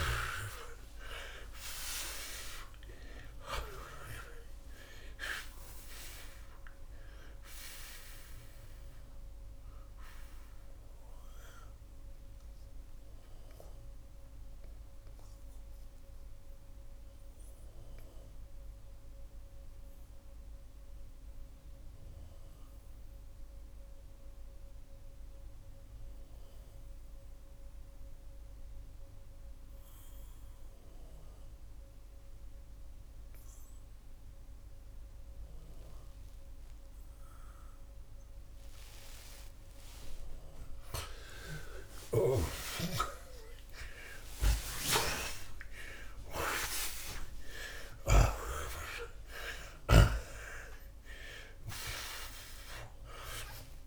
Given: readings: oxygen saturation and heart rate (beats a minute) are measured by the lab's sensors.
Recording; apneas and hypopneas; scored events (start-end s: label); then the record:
breathing in sleep by a room microphone; 1
0.00-1.50 s: arousal
9.00-33.00 s: oxygen desaturation (device-marked, oxygen 93% before, 80% lowest)
11.00-40.00 s: mixed apnea (oxygen 94% before, 78% lowest)
41.50-48.00 s: snoring (device-marked)
42.50-46.00 s: arousal
49.00-53.87 s: oxygen desaturation (device-marked, oxygen 93% before, 78% lowest)
From the record:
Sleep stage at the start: N2 (light sleep); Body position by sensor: on the back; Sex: male